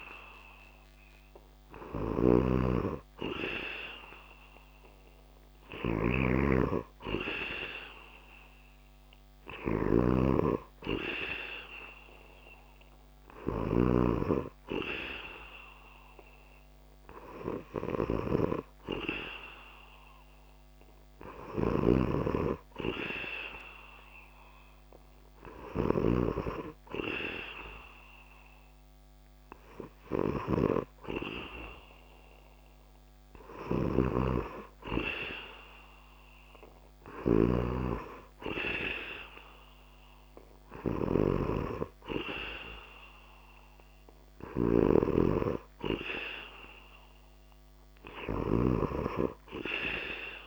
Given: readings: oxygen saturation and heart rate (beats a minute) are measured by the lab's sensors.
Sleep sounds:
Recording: breathing in sleep by a microphone on the trachea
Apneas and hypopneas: none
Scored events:
1.00-25.50 s: snoring (device-marked)
32.50-50.47 s: snoring (device-marked)
From the record:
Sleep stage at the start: N2 (light sleep)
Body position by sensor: on the back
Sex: male

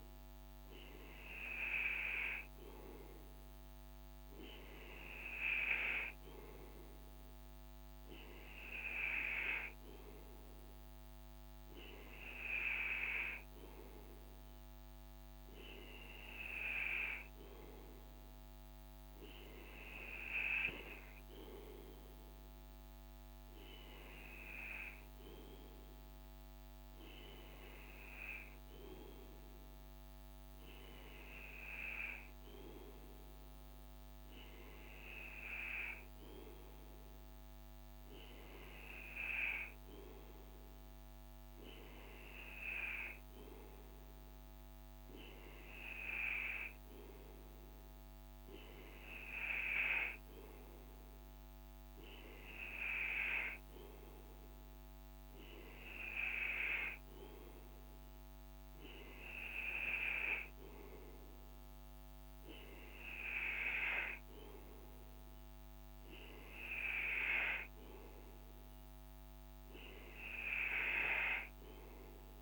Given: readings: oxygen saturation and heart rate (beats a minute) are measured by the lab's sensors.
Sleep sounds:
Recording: breathing in sleep by a microphone on the trachea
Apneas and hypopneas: none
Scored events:
none scored
From the record:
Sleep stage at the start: N2 (light sleep)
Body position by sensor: on the right side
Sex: male

